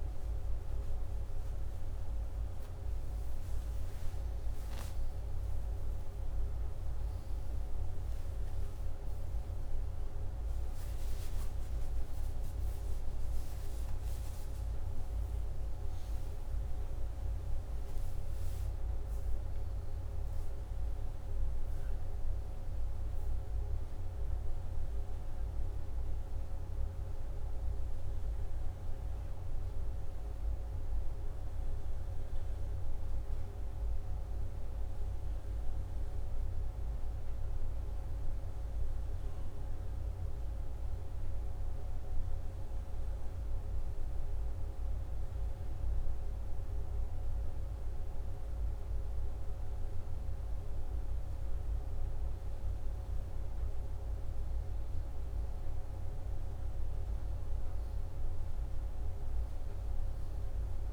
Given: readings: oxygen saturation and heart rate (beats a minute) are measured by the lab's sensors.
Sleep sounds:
a person partly awake in a sleep study, hard to hear, by a room microphone; none
2.00-9.00 s: oxygen desaturation (device-marked, oxygen 95% before, 92% lowest, heart rate 80 before, 76 extreme)
21.00-51.00 s: new sleep stage, N1 (lightest sleep)
51.00-60.93 s: new sleep stage, N2 (light sleep)
From the record:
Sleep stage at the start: awake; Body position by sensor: upright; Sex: male

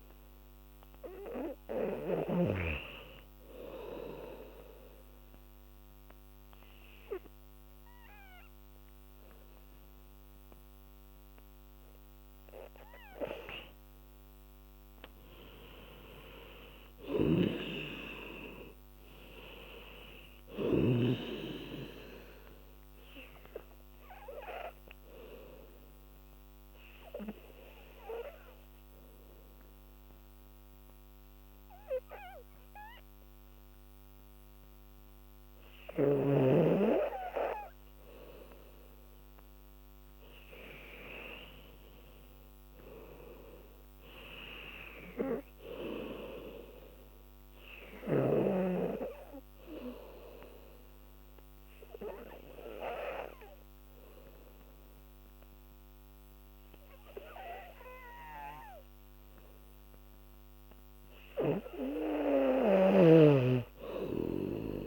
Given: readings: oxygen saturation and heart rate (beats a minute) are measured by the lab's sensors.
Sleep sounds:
breathing in sleep by a microphone on the trachea; 3
0.00-2.00 s: oxygen desaturation (device-marked, oxygen 88% lowest, heart rate 73 extreme)
0.00-2.50 s: snoring (device-marked)
4.50-14.50 s: obstructive apnea (oxygen 98% before, 90% lowest, heart rate 80 before, 76 extreme, up 7 after)
16.00-19.00 s: arousal
17.00-21.00 s: snoring (device-marked)
19.00-33.00 s: oxygen desaturation (device-marked, oxygen 98% before, 91% lowest, heart rate 79 before, 68 extreme)
24.50-39.00 s: obstructive apnea (oxygen 98% before, 90% lowest, heart rate 80 before, 68 extreme, up 4 after)
41.50-45.50 s: arousal
43.00-60.00 s: oxygen desaturation (device-marked, oxygen 99% before, 90% lowest, heart rate 78 before, 68 extreme)
48.00-60.50 s: obstructive apnea (oxygen 99% before, 90% lowest, heart rate 78 before, 71 extreme, up 16 after)
63.00-64.86 s: snoring (device-marked)
63.50-64.86 s: arousal
From the record:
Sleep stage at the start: N2 (light sleep); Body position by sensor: on the back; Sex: female

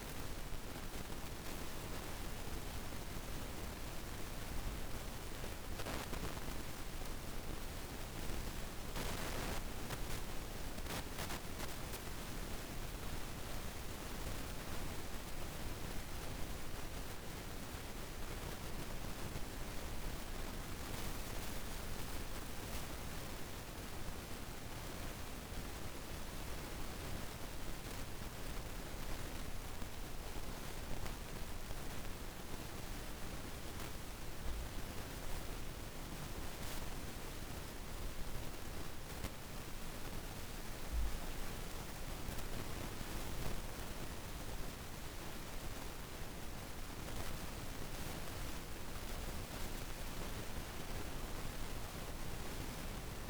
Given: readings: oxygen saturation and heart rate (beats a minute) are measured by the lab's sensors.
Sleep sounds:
breathing in sleep, hard to hear, by a room microphone; none
none scored
From the record:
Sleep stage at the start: N2 (light sleep); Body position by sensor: on the right side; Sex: female

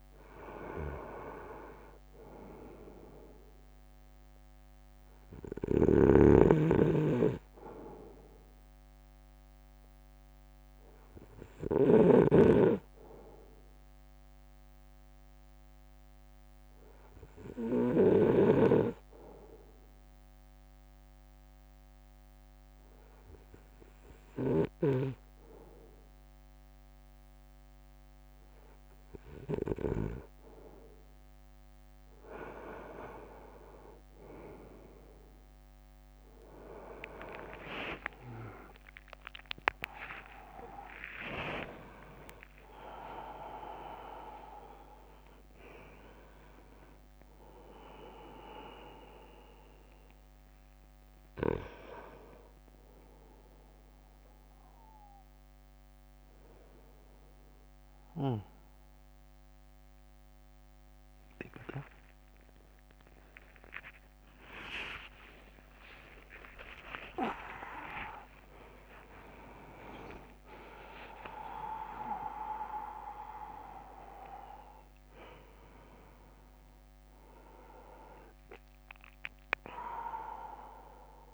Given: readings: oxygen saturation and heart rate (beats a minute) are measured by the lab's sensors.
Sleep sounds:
a person partly awake in a sleep study, by a microphone on the trachea; 1
0.00-14.50 s: drop in pulse transit time (device-marked, heart rate 51 extreme)
5.50-12.00 s: snoring (device-marked)
12.50-26.50 s: hypopnea (oxygen 97% before, 95% lowest, heart rate 57 before, 56 extreme, up 4 after)
36.50-51.50 s: drop in pulse transit time (device-marked, heart rate 59 before, 62 extreme)
38.00-40.00 s: long interval between heartbeats (device-marked, heart rate 59 before, 68 extreme)
46.50-76.50 s: new sleep stage, awake
63.50-73.50 s: tachycardia (device-marked, heart rate 59 before, 184 extreme)
66.00-68.00 s: long interval between heartbeats (device-marked, heart rate 67 before, 99 extreme)
69.50-81.34 s: drop in pulse transit time (device-marked, heart rate 77 before, 67 extreme)
71.00-73.00 s: long interval between heartbeats (device-marked, heart rate 82 before, 174 extreme)
76.50-81.34 s: new sleep stage, N1 (lightest sleep)
From the record:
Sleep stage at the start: N2 (light sleep); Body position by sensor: on the right side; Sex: male

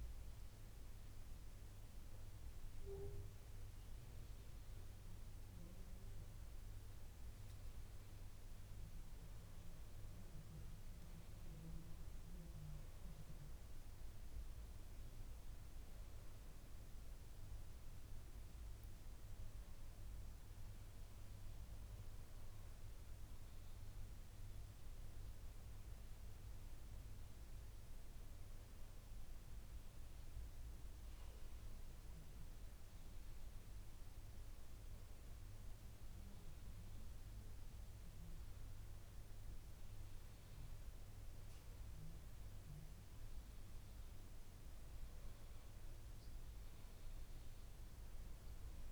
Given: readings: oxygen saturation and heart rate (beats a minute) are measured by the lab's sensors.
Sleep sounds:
breathing in sleep, hard to hear, by a room microphone; none
none scored
From the record:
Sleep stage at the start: N2 (light sleep); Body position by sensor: on the back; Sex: male

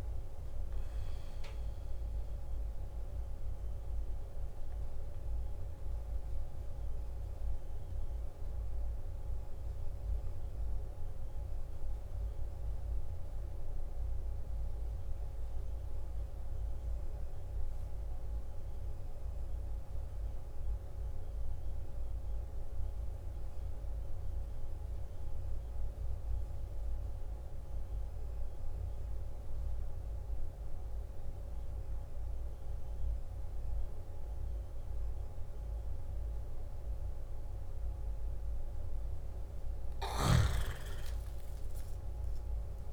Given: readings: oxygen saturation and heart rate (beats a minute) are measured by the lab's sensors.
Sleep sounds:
breathing in sleep, hard to hear, by a room microphone; 1
0.00-16.50 s: oxygen desaturation (device-marked, oxygen 91% lowest, heart rate 52 extreme)
6.00-38.50 s: obstructive apnea (oxygen 96% before, 89% lowest, heart rate 64 before, 52 extreme, up 10 after)
32.50-42.92 s: oxygen desaturation (device-marked, oxygen 97% before, 92% lowest, heart rate 53 before, 54 extreme)
35.50-42.92 s: new sleep stage, N1 (lightest sleep)
From the record:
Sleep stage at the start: N2 (light sleep); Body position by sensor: on the back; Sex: male

